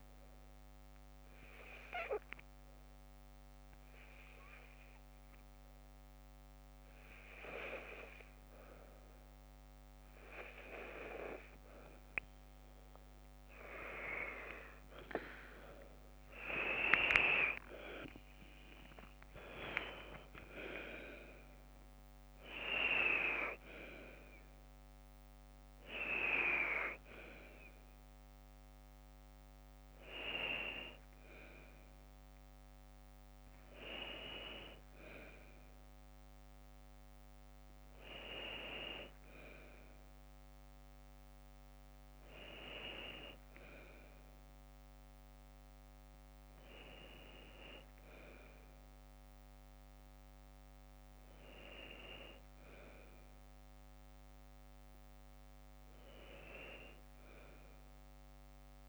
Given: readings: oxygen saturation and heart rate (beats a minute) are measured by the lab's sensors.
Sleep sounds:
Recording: breathing in sleep by a microphone on the trachea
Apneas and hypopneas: none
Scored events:
7.00-33.00 s: oxygen desaturation (device-marked, oxygen 97% before, 89% lowest, heart rate 55 before, 54 extreme)
16.50-21.00 s: arousal
From the record:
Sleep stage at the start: N2 (light sleep)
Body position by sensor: on the left side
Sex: female

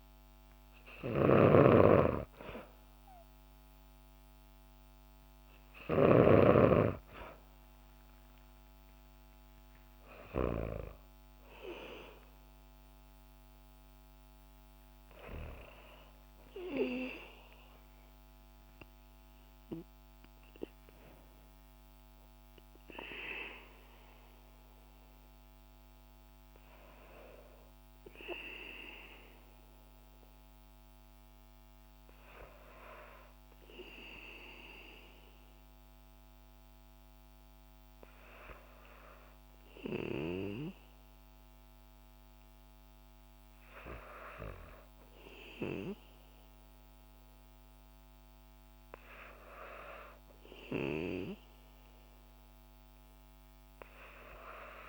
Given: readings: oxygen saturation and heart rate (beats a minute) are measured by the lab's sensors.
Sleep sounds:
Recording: breathing in sleep by a microphone on the trachea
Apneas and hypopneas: none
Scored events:
0.00-6.00 s: snoring (device-marked)
From the record:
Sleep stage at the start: N2 (light sleep)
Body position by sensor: on the back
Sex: female

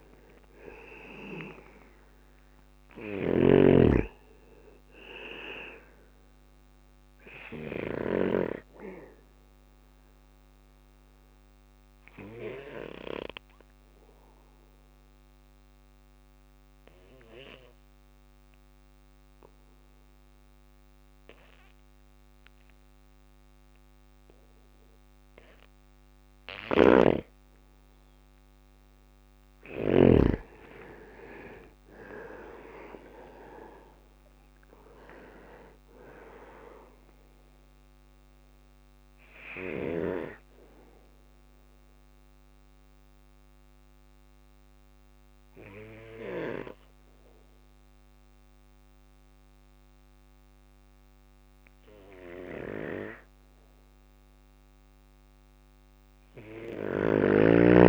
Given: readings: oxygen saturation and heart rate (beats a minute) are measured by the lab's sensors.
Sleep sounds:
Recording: breathing in sleep by a microphone on the trachea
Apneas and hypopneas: 2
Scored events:
0.00-1.00 s: arousal
0.00-22.50 s: oxygen desaturation (device-marked, oxygen 93% lowest, heart rate 55 extreme)
1.50-7.00 s: snoring (device-marked)
4.50-27.50 s: bradycardia (device-marked, heart rate 61 before, 55 extreme)
7.00-26.00 s: obstructive apnea (oxygen 99% before, 92% lowest, heart rate 59 before, 55 extreme, up 5 after)
25.00-29.00 s: snoring (device-marked)
28.00-32.50 s: arousal
30.50-43.50 s: oxygen desaturation (device-marked, oxygen 99% before, 94% lowest, heart rate 57 before, 55 extreme)
31.50-44.50 s: drop in pulse transit time (device-marked, heart rate 57 before, 55 extreme)
36.50-51.00 s: obstructive apnea (oxygen 99% before, 91% lowest, heart rate 59 before, 55 extreme, up 6 after)
37.50-48.50 s: bradycardia (device-marked, heart rate 61 before, 55 extreme)
52.50-55.50 s: arousal
54.50-57.89 s: bradycardia (device-marked, heart rate 61 before, 56 extreme)
From the record:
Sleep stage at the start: N2 (light sleep)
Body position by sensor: on the back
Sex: male

